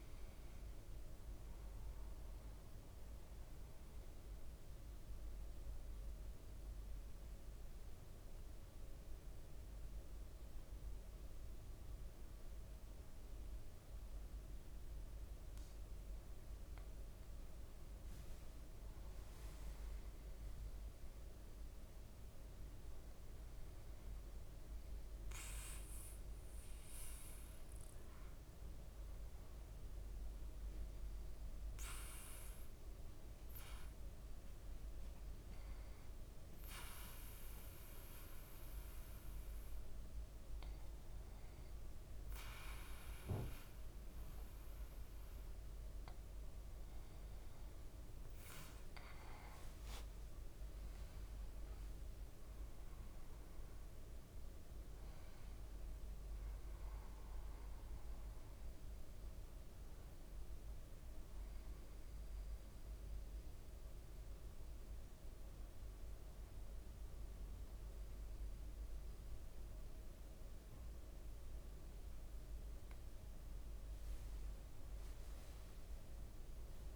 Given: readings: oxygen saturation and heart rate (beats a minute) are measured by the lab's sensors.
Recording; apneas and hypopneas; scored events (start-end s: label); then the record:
breathing in sleep, hard to hear, by a room microphone; 2
0.00-76.96 s: bradycardia (device-marked, heart rate 53 extreme)
2.00-15.50 s: mixed apnea (oxygen 98% before, 96% lowest, heart rate 57 before, 53 extreme, up 6 after)
17.00-20.50 s: leg movement (device-marked)
17.50-21.00 s: arousal
30.00-45.50 s: hypopnea (oxygen 99% before, 96% lowest, heart rate 56 before, 53 extreme, up 5 after)
47.50-51.00 s: leg movement (device-marked)
50.00-55.00 s: arousal
51.00-61.00 s: drop in pulse transit time (device-marked, heart rate 54 before, 56 extreme)
73.00-76.00 s: leg movement (device-marked)
73.00-76.96 s: arousal
From the record:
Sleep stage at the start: N2 (light sleep); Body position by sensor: on the back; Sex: male